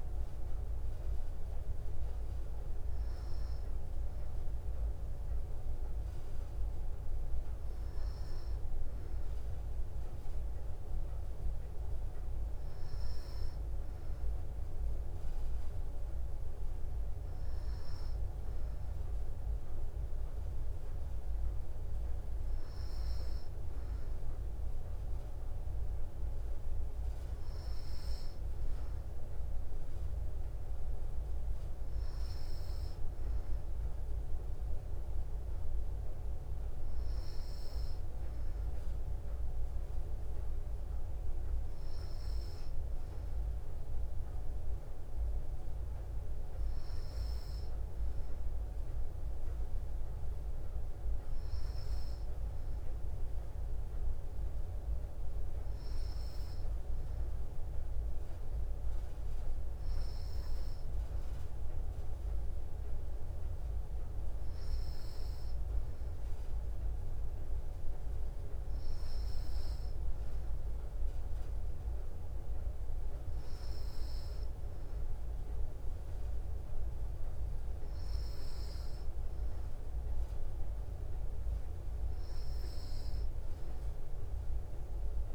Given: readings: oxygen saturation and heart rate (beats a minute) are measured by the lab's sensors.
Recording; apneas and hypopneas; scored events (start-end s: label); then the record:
breathing in sleep, hard to hear, by a room microphone; none
none scored
From the record:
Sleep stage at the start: N3 (deep sleep); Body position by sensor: on the back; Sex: female